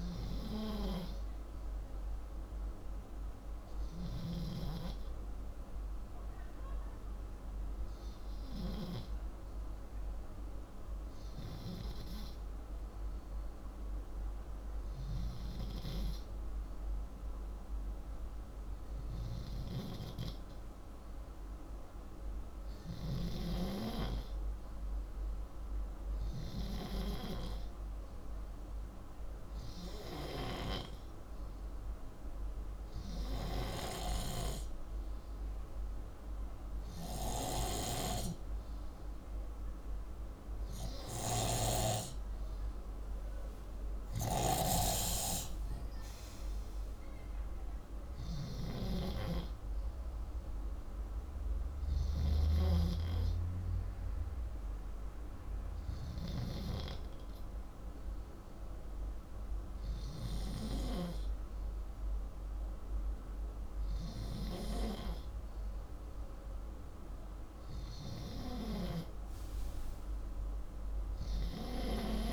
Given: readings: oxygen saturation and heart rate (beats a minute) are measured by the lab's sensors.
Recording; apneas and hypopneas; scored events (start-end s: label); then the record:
breathing in sleep by a room microphone; 1
0.00-10.00 s: oxygen desaturation (device-marked, oxygen 88% lowest)
1.50-20.00 s: hypopnea (oxygen 97% before, 88% lowest)
22.00-26.00 s: arousal
28.00-44.00 s: oxygen desaturation (device-marked, oxygen 99% before, 93% lowest)
From the record:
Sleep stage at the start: N2 (light sleep); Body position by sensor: upright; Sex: male